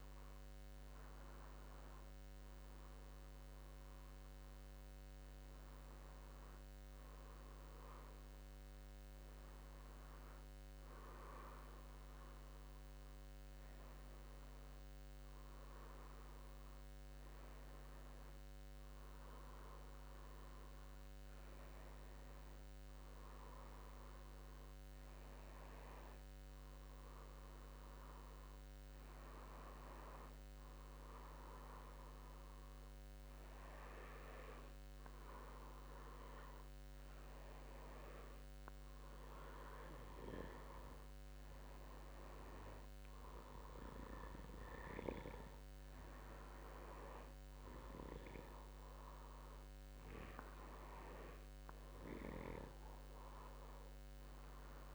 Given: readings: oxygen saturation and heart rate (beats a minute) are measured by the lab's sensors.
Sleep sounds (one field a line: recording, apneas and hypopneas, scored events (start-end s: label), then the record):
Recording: breathing in sleep by a microphone on the trachea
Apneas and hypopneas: none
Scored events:
20.50-54.94 s: new sleep stage, N2 (light sleep)
From the record:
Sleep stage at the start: N1 (lightest sleep)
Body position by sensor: on the back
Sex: male